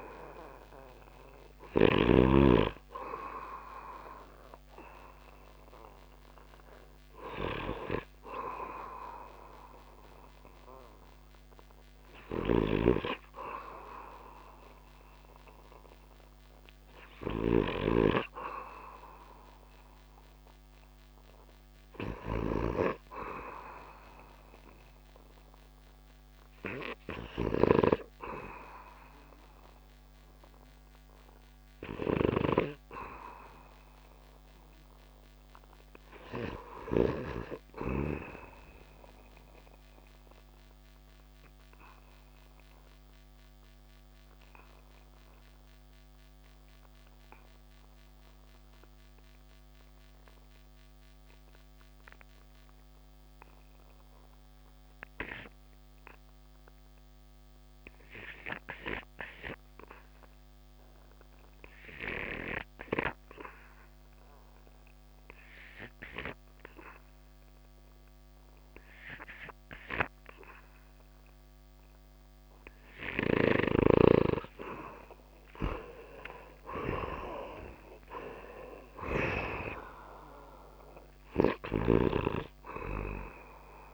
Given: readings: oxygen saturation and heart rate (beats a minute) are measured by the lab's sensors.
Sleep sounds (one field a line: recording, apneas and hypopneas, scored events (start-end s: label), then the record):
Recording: breathing in sleep by a microphone on the trachea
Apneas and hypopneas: 1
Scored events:
0.00-24.50 s: oxygen desaturation (device-marked, oxygen 86% lowest)
11.50-36.50 s: snoring (device-marked)
41.50-71.00 s: obstructive apnea (oxygen 100% before, 82% lowest)
72.50-78.50 s: snoring (device-marked)
73.50-79.50 s: arousal
75.50-83.93 s: oxygen desaturation (device-marked, oxygen 98% before, 82% lowest)
80.50-83.93 s: snoring (device-marked)
From the record:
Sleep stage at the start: REM sleep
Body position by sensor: on the back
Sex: male